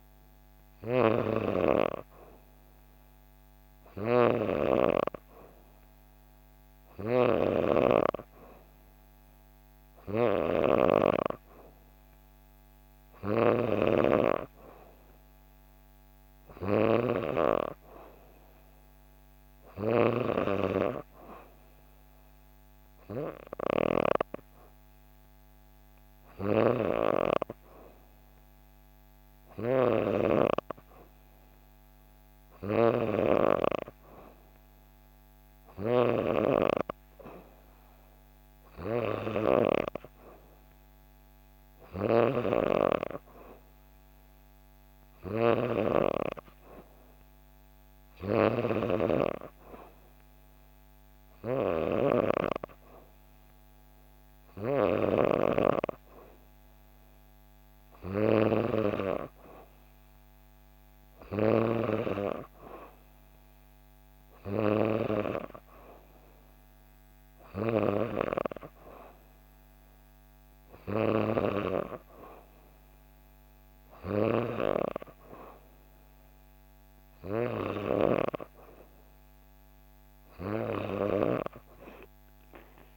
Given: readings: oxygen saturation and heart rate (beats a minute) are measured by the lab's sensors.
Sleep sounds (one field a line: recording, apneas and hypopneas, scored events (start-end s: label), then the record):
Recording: breathing in sleep by a microphone on the trachea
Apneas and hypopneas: none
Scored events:
3.50-10.50 s: snoring (device-marked)
29.50-42.00 s: snoring (device-marked)
51.00-55.00 s: snoring (device-marked)
From the record:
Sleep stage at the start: N3 (deep sleep)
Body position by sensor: on the back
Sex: female